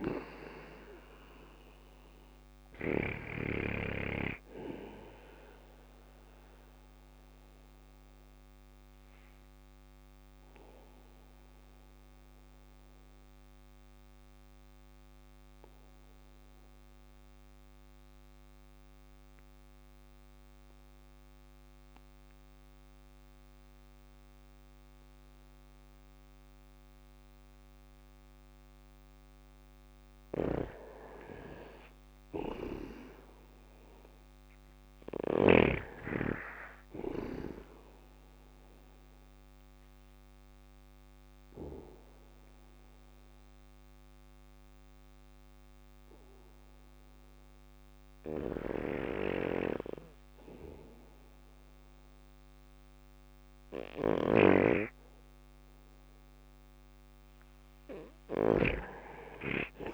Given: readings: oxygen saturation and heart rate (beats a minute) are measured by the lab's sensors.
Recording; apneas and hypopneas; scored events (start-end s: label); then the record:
breathing in sleep by a microphone on the trachea; 2
0.00-2.50 s: snoring (device-marked)
0.00-7.50 s: drop in pulse transit time (device-marked, heart rate 58 extreme)
0.00-22.50 s: oxygen desaturation (device-marked, oxygen 86% lowest, heart rate 57 extreme)
0.50-59.94 s: new sleep stage, REM sleep
1.50-7.50 s: bradycardia (device-marked, heart rate 62 before, 58 extreme)
8.00-27.50 s: obstructive apnea (oxygen 96% before, 86% lowest, heart rate 60 before, 57 extreme, up 2 after)
29.00-34.50 s: snoring (device-marked)
30.00-34.00 s: arousal
33.50-56.50 s: oxygen desaturation (device-marked, oxygen 100% before, 92% lowest, heart rate 61 before, 56 extreme)
38.50-46.50 s: bradycardia (device-marked, heart rate 62 before, 57 extreme)
39.00-55.50 s: obstructive apnea (oxygen 100% before, 87% lowest, heart rate 62 before, 56 extreme, up 6 after)
53.00-57.50 s: snoring (device-marked)
From the record:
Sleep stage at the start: N2 (light sleep); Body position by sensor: on the back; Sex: male